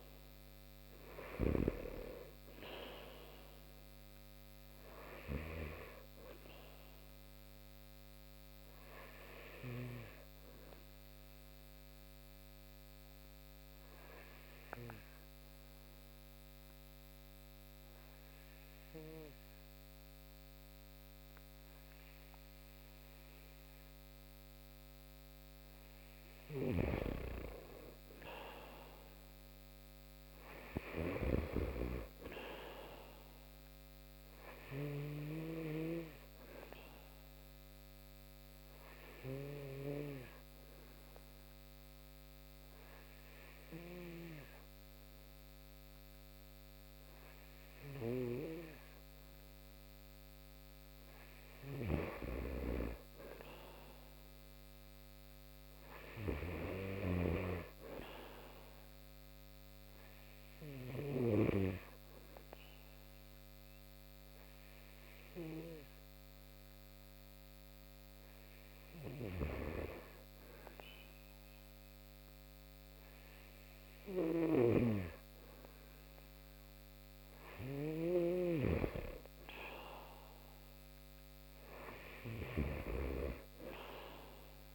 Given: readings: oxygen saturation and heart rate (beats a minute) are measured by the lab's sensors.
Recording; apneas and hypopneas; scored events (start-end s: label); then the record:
breathing in sleep by a microphone on the trachea; 3
6.50-22.50 s: obstructive apnea (oxygen 95% before, 88% lowest)
7.50-21.50 s: oxygen desaturation (device-marked, oxygen 95% before, 88% lowest)
25.00-30.50 s: arousal
26.00-35.00 s: snoring (device-marked)
34.50-52.50 s: oxygen desaturation (device-marked, oxygen 95% before, 88% lowest)
36.50-50.00 s: obstructive apnea (oxygen 95% before, 88% lowest)
53.00-56.50 s: arousal
62.00-76.50 s: hypopnea (oxygen 95% before, 89% lowest)
63.50-76.50 s: oxygen desaturation (device-marked, oxygen 95% before, 90% lowest)
73.50-82.00 s: snoring (device-marked)
79.00-82.50 s: arousal
From the record:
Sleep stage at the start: N2 (light sleep); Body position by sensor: on the right side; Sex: male